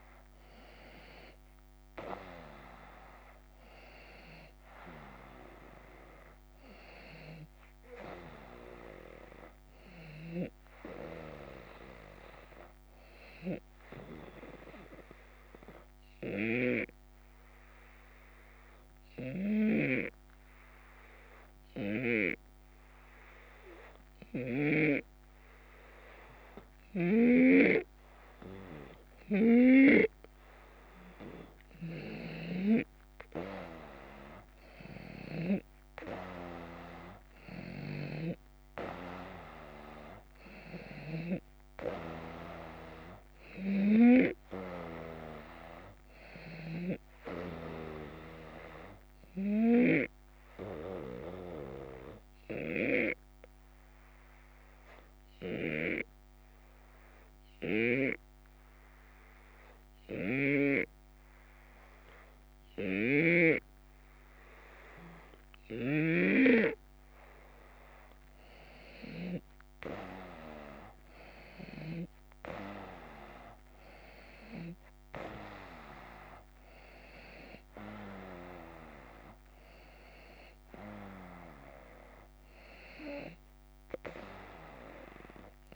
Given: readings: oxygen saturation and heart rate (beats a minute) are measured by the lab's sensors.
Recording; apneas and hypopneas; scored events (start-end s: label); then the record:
breathing in sleep by a microphone on the trachea; 2
0.00-8.00 s: drop in pulse transit time (device-marked, heart rate 77 extreme)
13.50-29.50 s: obstructive apnea (oxygen 94% before, 91% lowest, heart rate 79 before, 75 extreme, up 5 after)
19.00-24.50 s: snoring (device-marked)
26.50-32.50 s: snoring (device-marked)
33.00-38.50 s: arousal
49.50-68.00 s: obstructive apnea (oxygen 95% before, 91% lowest, heart rate 79 before, 75 extreme, up 4 after)
62.50-66.00 s: snoring (device-marked)
70.50-75.00 s: arousal
From the record:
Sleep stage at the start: N2 (light sleep); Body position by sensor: on the back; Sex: male